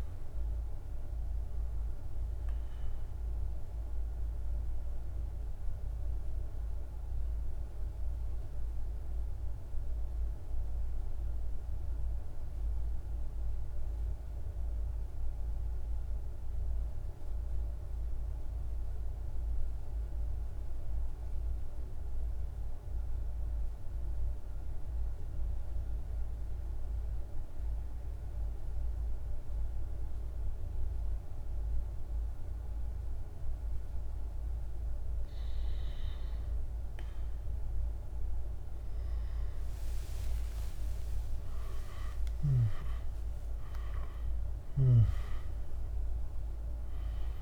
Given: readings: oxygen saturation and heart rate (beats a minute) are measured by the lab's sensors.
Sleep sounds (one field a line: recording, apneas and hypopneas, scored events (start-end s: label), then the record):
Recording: breathing in sleep, hard to hear, by a room microphone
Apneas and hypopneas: 1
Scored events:
0.00-12.50 s: oxygen desaturation (device-marked, oxygen 88% lowest)
1.50-36.50 s: mixed apnea (oxygen 98% before, 88% lowest, heart rate 31 before, 35 extreme, up 45 after)
29.50-47.42 s: oxygen desaturation (device-marked, oxygen 99% before, 89% lowest, heart rate 49 before, 35 extreme)
38.50-44.00 s: arousal
From the record:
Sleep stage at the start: N2 (light sleep)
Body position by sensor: on the back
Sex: male